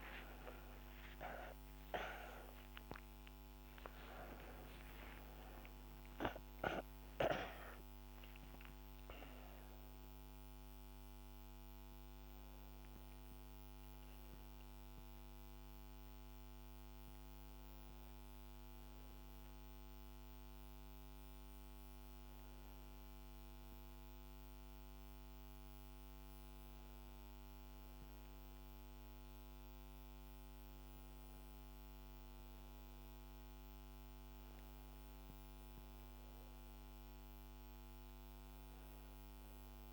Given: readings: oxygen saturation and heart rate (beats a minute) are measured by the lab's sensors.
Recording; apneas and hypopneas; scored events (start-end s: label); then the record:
breathing in sleep by a microphone on the trachea; none
0.50-5.50 s: arousal
From the record:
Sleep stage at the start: N1 (lightest sleep); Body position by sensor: on the back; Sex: female